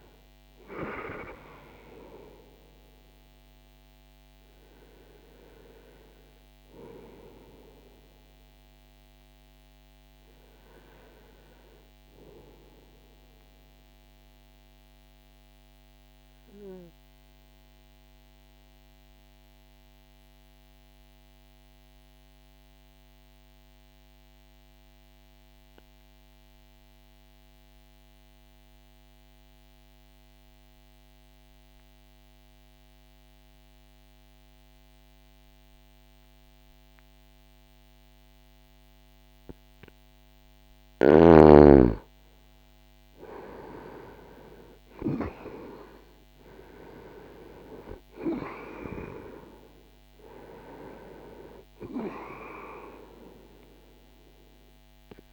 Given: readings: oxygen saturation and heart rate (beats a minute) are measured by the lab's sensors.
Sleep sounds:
breathing in sleep by a microphone on the trachea; 1
0.00-10.50 s: oxygen desaturation (device-marked, oxygen 91% lowest, heart rate 60 extreme)
14.00-39.00 s: obstructive apnea (oxygen 96% before, 88% lowest, heart rate 62 before, 60 extreme, up 3 after)
15.50-33.50 s: oxygen desaturation (device-marked, oxygen 92% before, 89% lowest, heart rate 61 before, 60 extreme)
40.50-44.50 s: arousal
45.50-52.50 s: oxygen desaturation (device-marked, oxygen 99% before, 93% lowest, heart rate 61 before, 61 extreme)
From the record:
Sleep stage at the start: N2 (light sleep); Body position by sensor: on the back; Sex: male

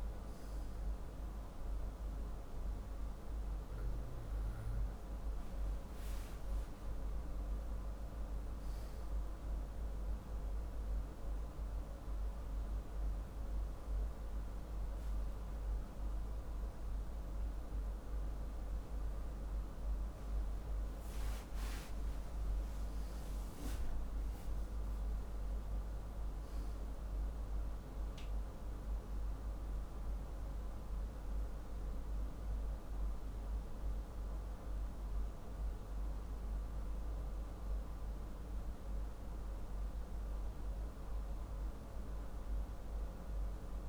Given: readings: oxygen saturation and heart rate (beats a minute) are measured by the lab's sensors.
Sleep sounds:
breathing in sleep, hard to hear, by a room microphone; none
23.00-26.00 s: arousal
From the record:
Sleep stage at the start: N2 (light sleep); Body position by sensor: on the back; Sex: male

